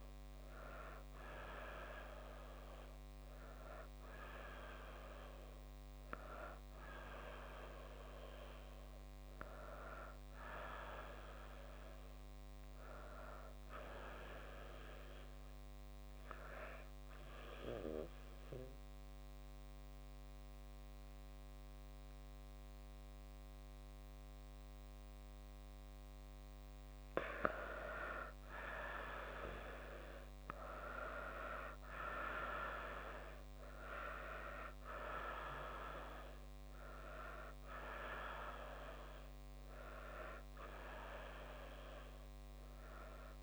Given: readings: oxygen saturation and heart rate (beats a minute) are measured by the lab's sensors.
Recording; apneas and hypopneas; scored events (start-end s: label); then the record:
breathing in sleep by a microphone on the trachea; 1
1.50-26.50 s: oxygen desaturation (device-marked, oxygen 93% before, 86% lowest)
17.00-27.00 s: obstructive apnea (oxygen 93% before, 86% lowest)
29.50-33.00 s: arousal
38.50-43.43 s: new sleep stage, N1 (lightest sleep)
From the record:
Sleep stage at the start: N2 (light sleep); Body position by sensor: on the left side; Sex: female